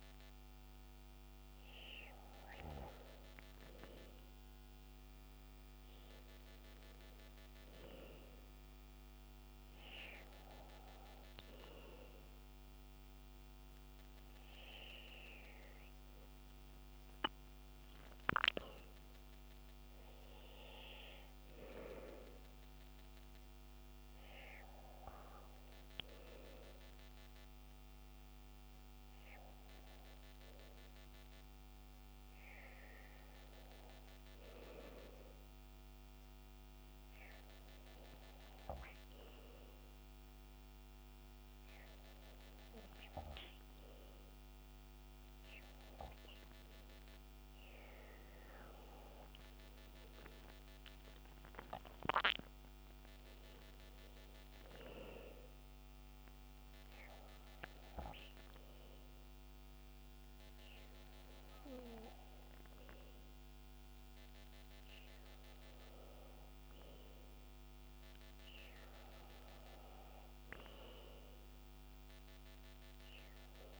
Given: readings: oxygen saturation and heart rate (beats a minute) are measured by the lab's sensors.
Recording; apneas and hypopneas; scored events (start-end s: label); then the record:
breathing in sleep by a microphone on the trachea; none
none scored
From the record:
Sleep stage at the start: N2 (light sleep); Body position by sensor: on the back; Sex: male